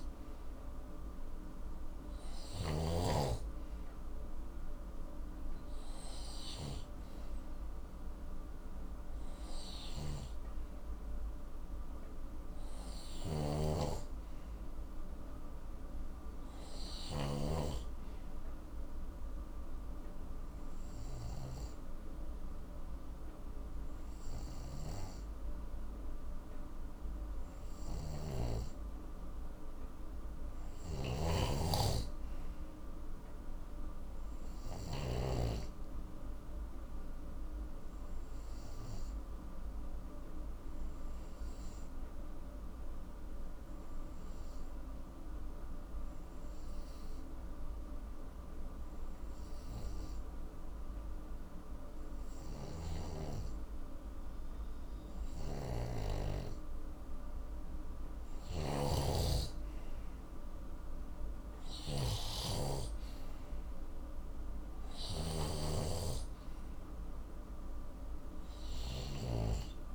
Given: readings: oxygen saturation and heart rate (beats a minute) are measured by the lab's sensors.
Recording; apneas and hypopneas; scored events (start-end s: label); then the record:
breathing in sleep by a room microphone; 1
0.00-2.50 s: snoring (device-marked)
9.50-17.00 s: snoring (device-marked)
27.50-35.00 s: snoring (device-marked)
40.00-53.50 s: hypopnea (oxygen 96% before, 89% lowest, heart rate 65 before, 48 extreme, up 16 after)
55.00-69.00 s: snoring (device-marked)
59.00-64.00 s: arousal
66.00-69.95 s: oxygen desaturation (device-marked, oxygen 95% before, 89% lowest, heart rate 58 before, 54 extreme)
From the record:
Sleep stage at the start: N2 (light sleep); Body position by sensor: on the right side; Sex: male